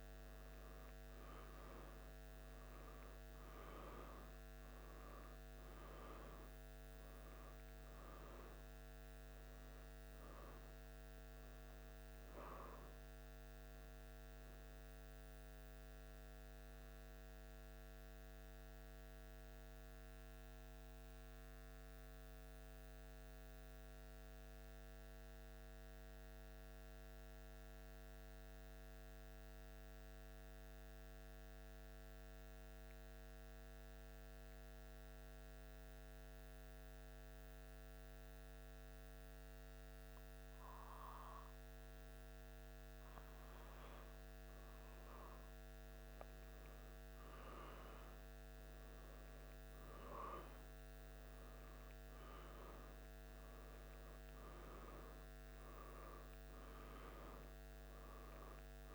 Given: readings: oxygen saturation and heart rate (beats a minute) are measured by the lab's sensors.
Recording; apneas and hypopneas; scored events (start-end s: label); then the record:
breathing in sleep, hard to hear, by a microphone on the trachea; 1
18.50-41.50 s: mixed apnea (oxygen 98% before, 92% lowest, heart rate 76 before, 74 extreme, up 2 after)
38.00-58.95 s: oxygen desaturation (device-marked, oxygen 95% before, 92% lowest, heart rate 74 before, 74 extreme)
44.50-48.00 s: arousal
From the record:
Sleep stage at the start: N2 (light sleep); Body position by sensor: on the back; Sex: male